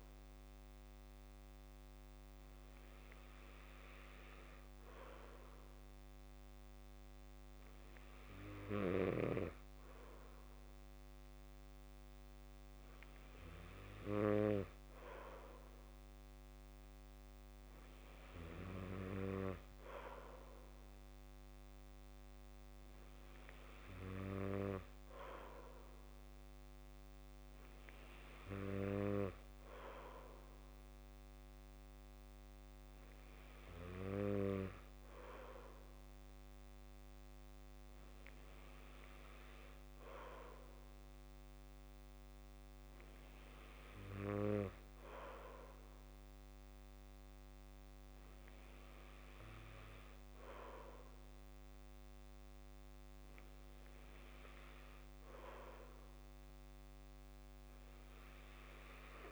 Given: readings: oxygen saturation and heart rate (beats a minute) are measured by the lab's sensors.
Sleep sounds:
breathing in sleep by a microphone on the trachea; none
none scored
From the record:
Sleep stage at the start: N2 (light sleep); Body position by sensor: on the back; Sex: male

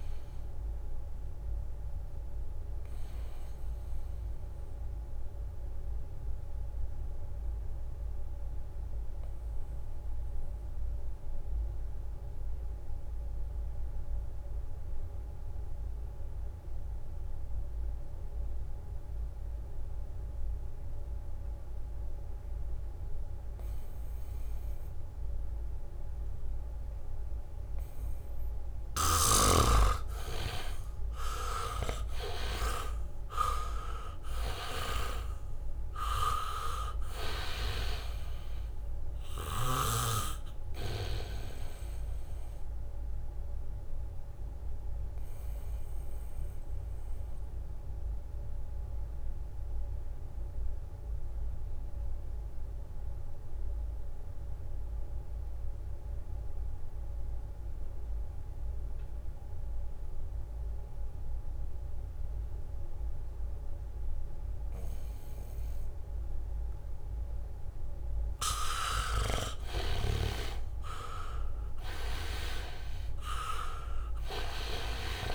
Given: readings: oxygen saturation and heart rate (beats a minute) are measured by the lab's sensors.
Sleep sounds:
breathing in sleep by a room microphone; 2
0.00-16.50 s: oxygen desaturation (device-marked, oxygen 83% lowest, heart rate 67 extreme)
2.00-28.00 s: obstructive apnea (oxygen 98% before, 79% lowest, heart rate 74 before, 67 extreme, up 2 after)
21.00-23.00 s: leg movement (device-marked)
23.50-56.50 s: oxygen desaturation (device-marked, oxygen 99% before, 79% lowest, heart rate 74 before, 67 extreme)
25.50-28.00 s: leg movement (device-marked)
29.00-35.00 s: leg movement (device-marked)
31.50-35.50 s: arousal
43.50-68.00 s: obstructive apnea (oxygen 99% before, 79% lowest, heart rate 72 before, 72 extreme, up 0 after)
59.00-64.50 s: leg movement (device-marked)
61.50-75.35 s: oxygen desaturation (device-marked, oxygen 99% before, 79% lowest, heart rate 78 before, 68 extreme)
67.00-72.50 s: leg movement (device-marked)
69.50-75.35 s: snoring (device-marked)
70.50-74.00 s: arousal
From the record:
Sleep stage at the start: N2 (light sleep); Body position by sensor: on the back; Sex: male

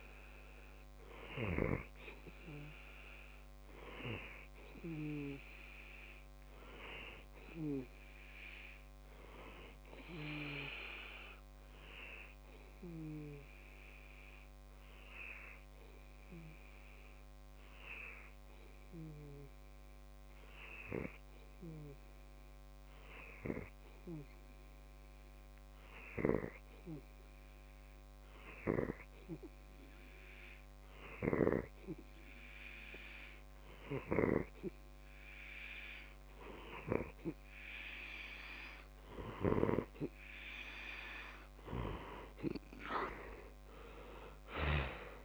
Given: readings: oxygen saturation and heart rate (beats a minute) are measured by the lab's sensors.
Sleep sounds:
breathing in sleep by a microphone on the trachea; 1
0.00-2.00 s: oxygen desaturation (device-marked, oxygen 93% lowest)
0.50-40.50 s: obstructive apnea (oxygen 97% before, 94% lowest)
From the record:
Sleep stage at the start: N2 (light sleep); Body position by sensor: on the left side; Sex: male

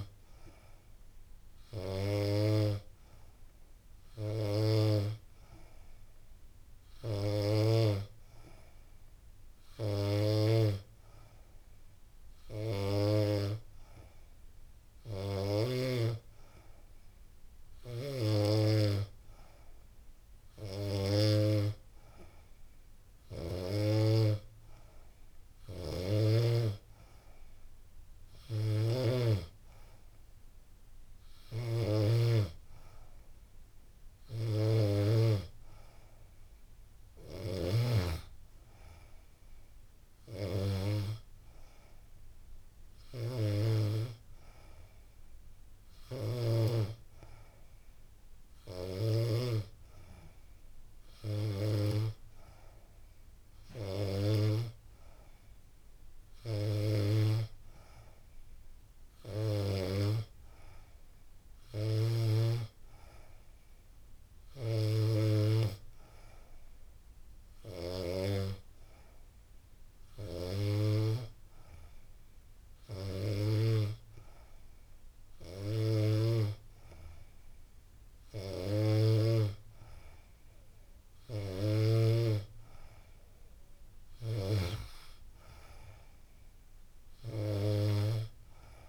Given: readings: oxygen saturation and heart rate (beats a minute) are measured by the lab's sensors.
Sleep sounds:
breathing in sleep by a room microphone; none
27.50-36.50 s: snoring (device-marked)
From the record:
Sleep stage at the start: N3 (deep sleep); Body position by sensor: on the back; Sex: female

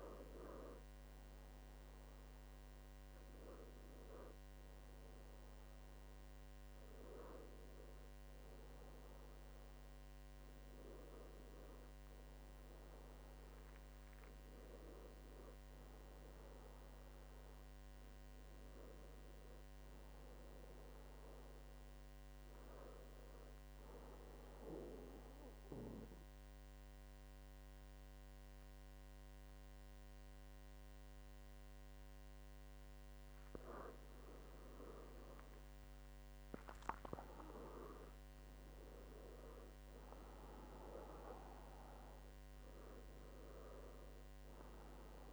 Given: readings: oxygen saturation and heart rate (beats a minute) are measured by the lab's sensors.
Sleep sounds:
breathing in sleep by a microphone on the trachea; 1
18.50-22.00 s: arousal
24.50-34.50 s: obstructive apnea (oxygen 97% before, 92% lowest, heart rate 78 before, 70 extreme, up 14 after)
37.50-42.00 s: arousal
42.00-45.33 s: oxygen desaturation (device-marked, oxygen 95% before, 92% lowest, heart rate 75 before, 75 extreme)
From the record:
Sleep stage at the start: N2 (light sleep); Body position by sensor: on the back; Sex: male

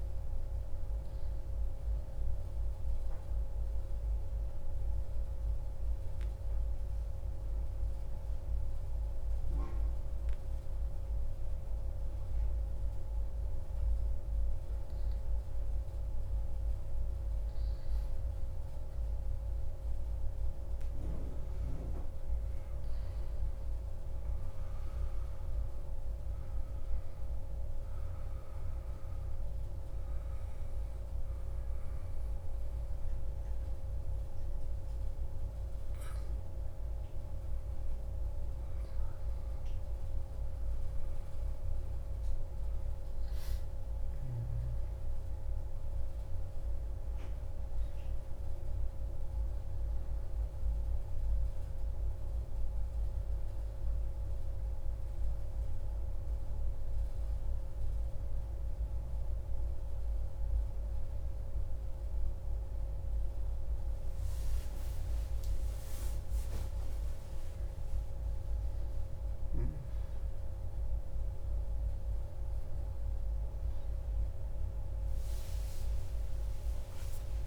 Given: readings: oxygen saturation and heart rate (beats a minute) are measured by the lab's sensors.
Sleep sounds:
breathing in sleep, hard to hear, by a room microphone; 2
1.50-14.00 s: central apnea (oxygen 95% before, 93% lowest)
16.00-20.00 s: arousal
27.00-38.00 s: obstructive apnea (oxygen 96% before, 93% lowest, heart rate 39 before, 58 extreme)
40.00-44.00 s: arousal
From the record:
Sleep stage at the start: N1 (lightest sleep); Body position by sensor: on the back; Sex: male

